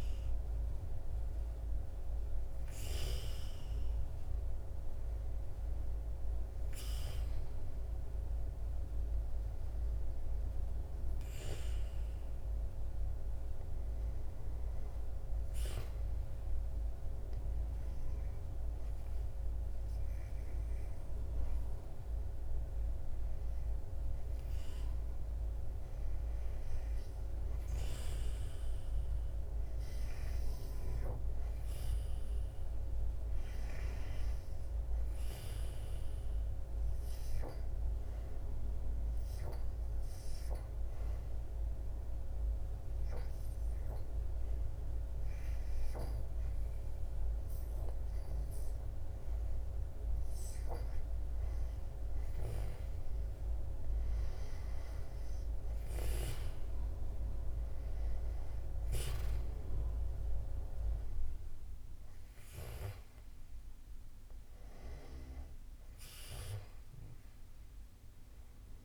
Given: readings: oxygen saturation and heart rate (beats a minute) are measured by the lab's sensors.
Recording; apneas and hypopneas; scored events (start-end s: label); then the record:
breathing in sleep by a room microphone; 1
37.50-50.00 s: hypopnea (oxygen 97% before, 92% lowest, heart rate 78 before, 77 extreme, up 6 after)
55.00-59.00 s: arousal
From the record:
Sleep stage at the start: N2 (light sleep); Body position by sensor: on the back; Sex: male